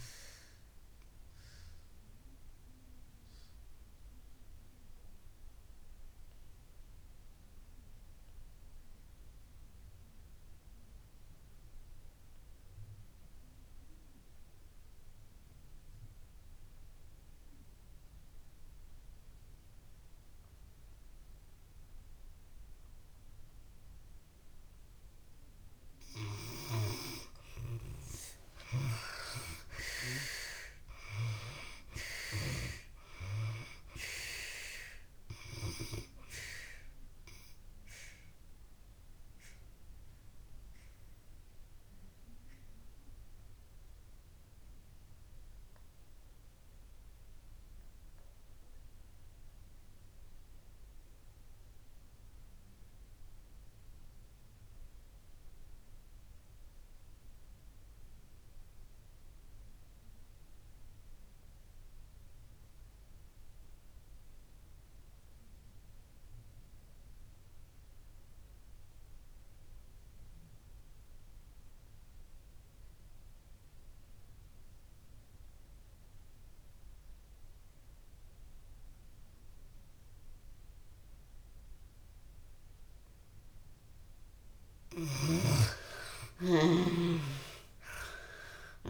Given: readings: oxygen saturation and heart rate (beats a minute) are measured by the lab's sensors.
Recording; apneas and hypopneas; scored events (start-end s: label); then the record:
breathing in sleep by a room microphone; 2
0.00-23.00 s: oxygen desaturation (device-marked, oxygen 70% lowest)
1.00-26.00 s: obstructive apnea (oxygen 96% before, 70% lowest)
25.00-57.00 s: oxygen desaturation (device-marked, oxygen 97% before, 72% lowest)
27.50-31.00 s: arousal
37.50-83.50 s: obstructive apnea (oxygen 97% before, 61% lowest)
59.00-88.90 s: oxygen desaturation (device-marked, oxygen 96% before, 61% lowest)
85.00-87.50 s: arousal
From the record:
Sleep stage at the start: N2 (light sleep); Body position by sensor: on the back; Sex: female